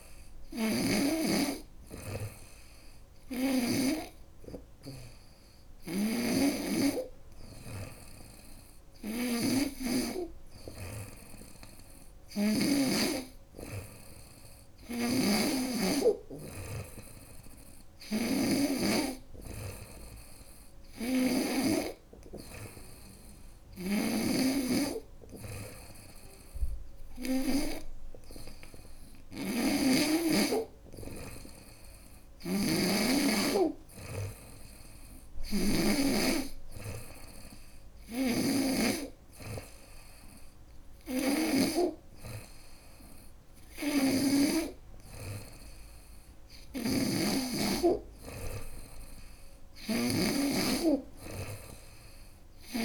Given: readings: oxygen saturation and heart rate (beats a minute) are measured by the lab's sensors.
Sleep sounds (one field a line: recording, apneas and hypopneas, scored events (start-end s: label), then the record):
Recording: breathing in sleep by a room microphone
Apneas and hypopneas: none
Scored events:
5.00-12.00 s: snoring (device-marked)
14.00-21.00 s: snoring (device-marked)
23.00-27.00 s: snoring (device-marked)
31.50-41.00 s: snoring (device-marked)
43.00-52.85 s: snoring (device-marked)
From the record:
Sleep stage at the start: N2 (light sleep)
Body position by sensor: on the front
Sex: female